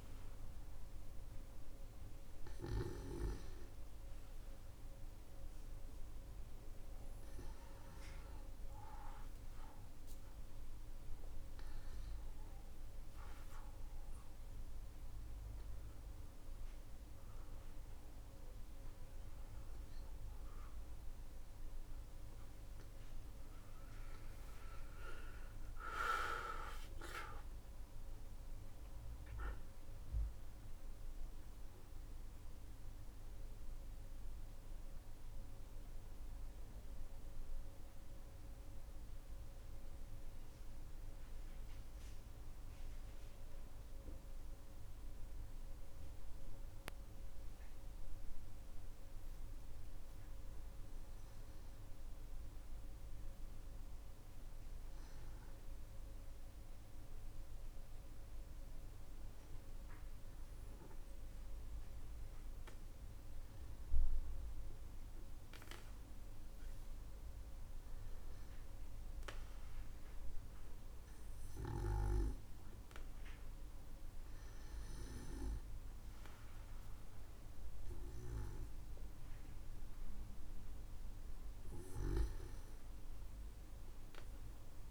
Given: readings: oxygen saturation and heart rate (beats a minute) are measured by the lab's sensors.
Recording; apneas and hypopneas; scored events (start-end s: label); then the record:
a person awake in a sleep study, by a room microphone; none
30.50-84.91 s: new sleep stage, awake
From the record:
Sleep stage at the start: N1 (lightest sleep); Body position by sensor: on the back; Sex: male